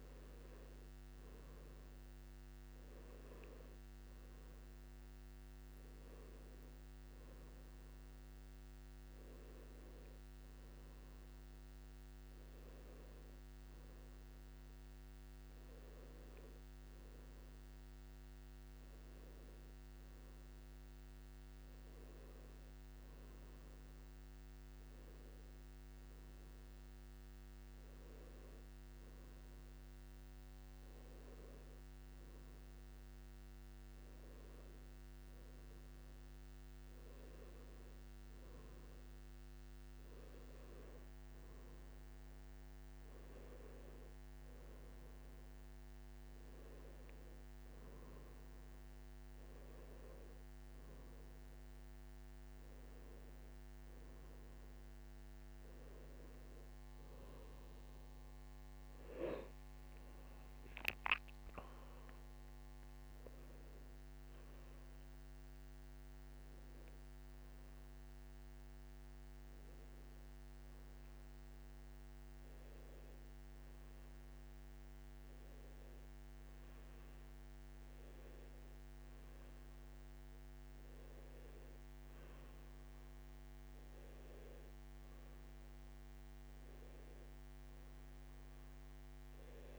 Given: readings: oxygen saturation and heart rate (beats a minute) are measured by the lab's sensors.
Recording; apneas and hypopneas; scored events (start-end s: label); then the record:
breathing in sleep, hard to hear, by a microphone on the trachea; none
61.00-64.50 s: arousal
83.00-85.00 s: long interval between heartbeats (device-marked, heart rate 74 before, 95 extreme)
85.00-87.00 s: long interval between heartbeats (device-marked, heart rate 76 before, 106 extreme)
From the record:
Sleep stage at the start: N2 (light sleep); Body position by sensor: on the back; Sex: male